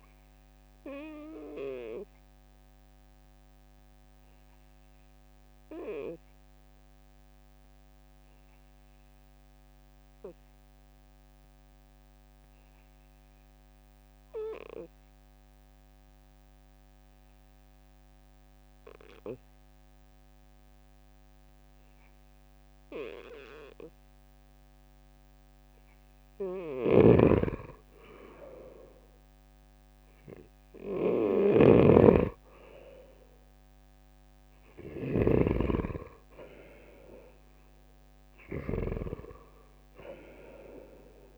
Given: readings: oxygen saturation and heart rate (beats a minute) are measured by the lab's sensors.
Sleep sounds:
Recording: breathing in sleep by a microphone on the trachea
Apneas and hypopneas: 1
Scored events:
3.00-25.50 s: obstructive apnea (oxygen 98% before, 92% lowest, heart rate 66 before, 63 extreme, up 6 after)
4.50-20.50 s: oxygen desaturation (device-marked, oxygen 97% before, 94% lowest, heart rate 66 before, 63 extreme)
26.00-38.50 s: snoring (device-marked)
27.50-31.50 s: arousal
From the record:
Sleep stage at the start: N2 (light sleep)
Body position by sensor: on the right side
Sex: male

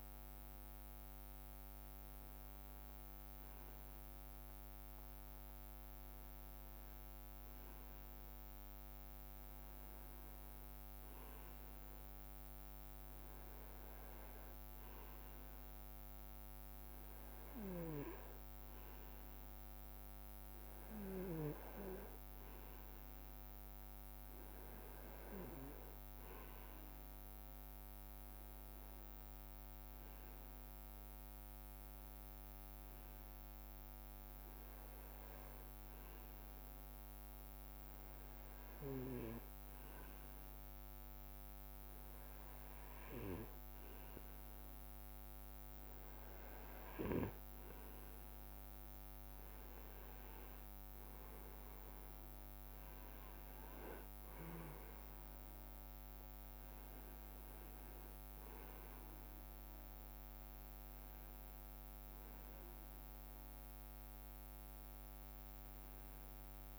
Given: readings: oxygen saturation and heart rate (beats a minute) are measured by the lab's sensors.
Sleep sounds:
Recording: breathing in sleep by a microphone on the trachea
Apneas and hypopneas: 1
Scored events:
28.50-45.50 s: hypopnea (oxygen 98% before, 96% lowest, heart rate 68 before, 66 extreme, up 5 after)
49.00-53.50 s: arousal
From the record:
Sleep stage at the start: REM sleep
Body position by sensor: on the right side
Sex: male

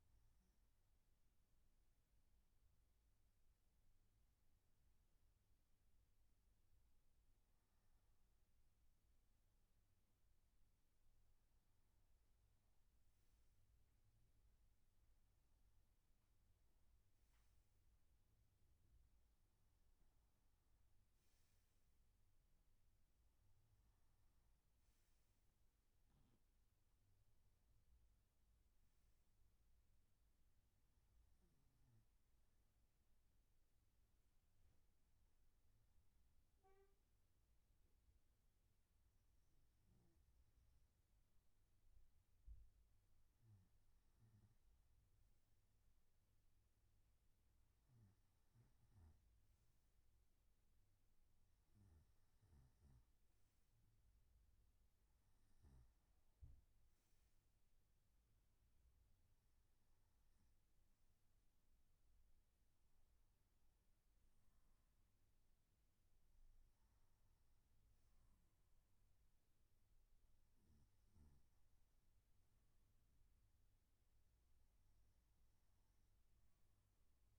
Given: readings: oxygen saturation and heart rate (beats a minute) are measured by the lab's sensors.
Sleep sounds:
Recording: breathing in sleep, hard to hear, by a room microphone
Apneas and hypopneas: none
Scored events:
none scored
From the record:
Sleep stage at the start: N1 (lightest sleep)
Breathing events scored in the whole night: 129 in 4.0 hours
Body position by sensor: on the right side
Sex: male

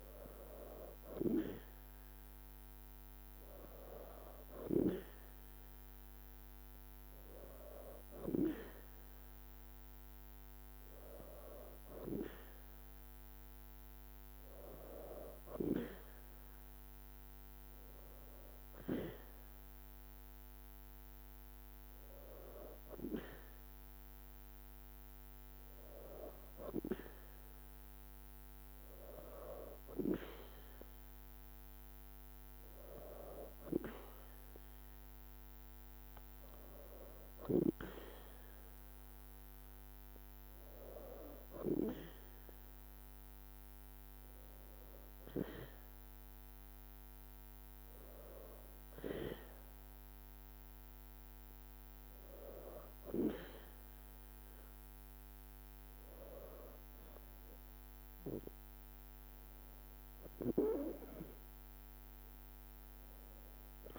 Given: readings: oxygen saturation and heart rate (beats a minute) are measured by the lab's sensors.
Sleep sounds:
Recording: breathing in sleep by a microphone on the trachea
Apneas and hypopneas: none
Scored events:
none scored
From the record:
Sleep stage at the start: N2 (light sleep)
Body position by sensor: on the back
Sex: female

